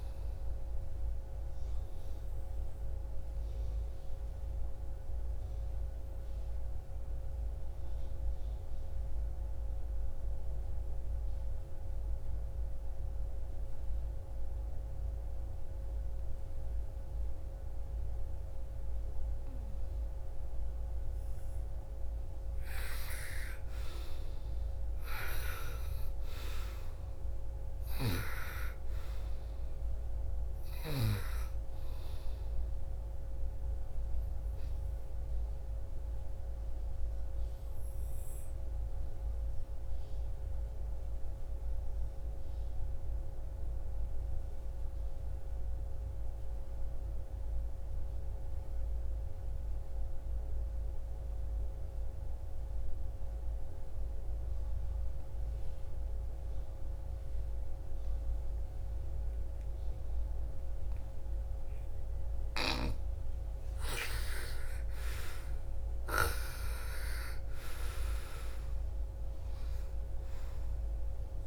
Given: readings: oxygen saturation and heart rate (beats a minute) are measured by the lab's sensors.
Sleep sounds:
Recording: breathing in sleep by a room microphone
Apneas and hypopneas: 2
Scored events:
0.00-14.00 s: oxygen desaturation (device-marked, oxygen 98% before, 88% lowest, heart rate 62 before, 47 extreme)
2.50-20.00 s: obstructive apnea (oxygen 98% before, 79% lowest, heart rate 62 before, 47 extreme, up 13 after)
21.00-23.50 s: arousal
21.00-40.00 s: oxygen desaturation (device-marked, oxygen 98% before, 86% lowest, heart rate 57 before, 55 extreme)
27.00-30.50 s: snoring (device-marked)
35.50-61.50 s: obstructive apnea (oxygen 98% before, 79% lowest, heart rate 59 before, 55 extreme, up 14 after)
58.00-71.47 s: oxygen desaturation (device-marked, oxygen 98% before, 79% lowest, heart rate 57 before, 57 extreme)
63.00-69.50 s: arousal
From the record:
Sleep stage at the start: N2 (light sleep)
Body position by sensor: on the right side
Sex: female

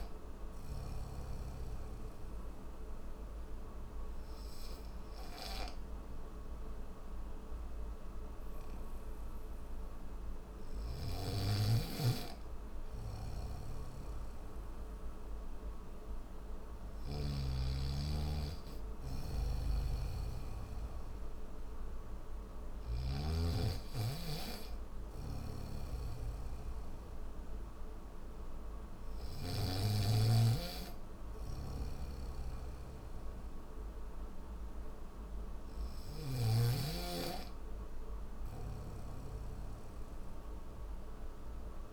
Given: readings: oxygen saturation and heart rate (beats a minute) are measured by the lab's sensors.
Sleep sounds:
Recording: breathing in sleep by a room microphone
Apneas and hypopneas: none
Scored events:
0.00-4.50 s: oxygen desaturation (device-marked, oxygen 94% lowest, heart rate 70 extreme)
12.50-16.50 s: snoring (device-marked)
18.50-22.50 s: snoring (device-marked)
24.50-29.00 s: snoring (device-marked)
31.00-36.00 s: snoring (device-marked)
From the record:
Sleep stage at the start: N1 (lightest sleep)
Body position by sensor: on the back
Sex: male

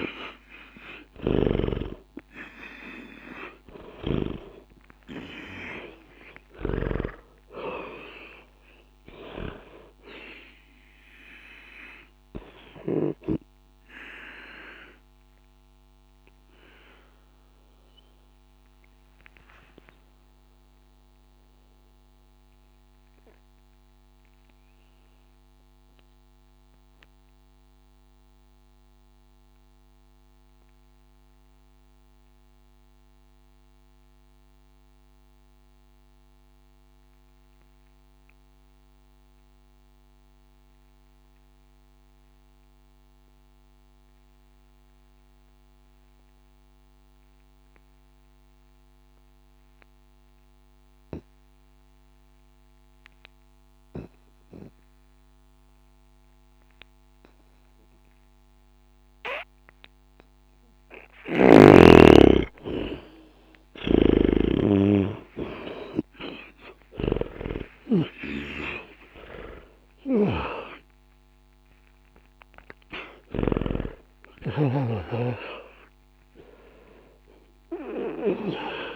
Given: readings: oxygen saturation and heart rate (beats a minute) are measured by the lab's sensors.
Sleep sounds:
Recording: breathing in sleep by a microphone on the trachea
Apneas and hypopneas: 1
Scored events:
0.00-37.00 s: oxygen desaturation (device-marked, oxygen 75% lowest, heart rate 60 extreme)
14.00-60.00 s: obstructive apnea (oxygen 97% before, 72% lowest, heart rate 66 before, 60 extreme, up 0 after)
52.00-77.00 s: oxygen desaturation (device-marked, oxygen 99% before, 86% lowest, heart rate 60 before, 60 extreme)
57.00-78.96 s: new sleep stage, N1 (lightest sleep)
64.00-67.50 s: snoring (device-marked)
64.50-69.50 s: arousal
From the record:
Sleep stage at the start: N2 (light sleep)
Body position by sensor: on the back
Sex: male

